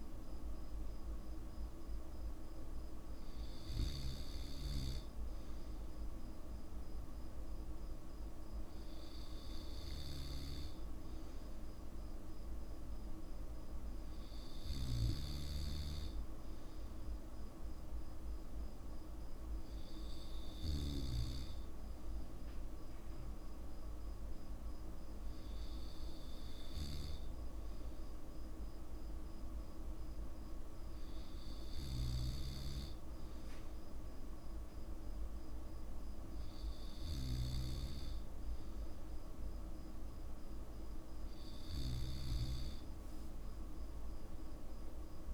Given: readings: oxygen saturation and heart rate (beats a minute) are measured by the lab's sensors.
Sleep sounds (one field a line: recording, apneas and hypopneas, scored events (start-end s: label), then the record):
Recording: breathing in sleep, hard to hear, by a room microphone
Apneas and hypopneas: none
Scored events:
none scored
From the record:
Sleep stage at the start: N2 (light sleep)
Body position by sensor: on the back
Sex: male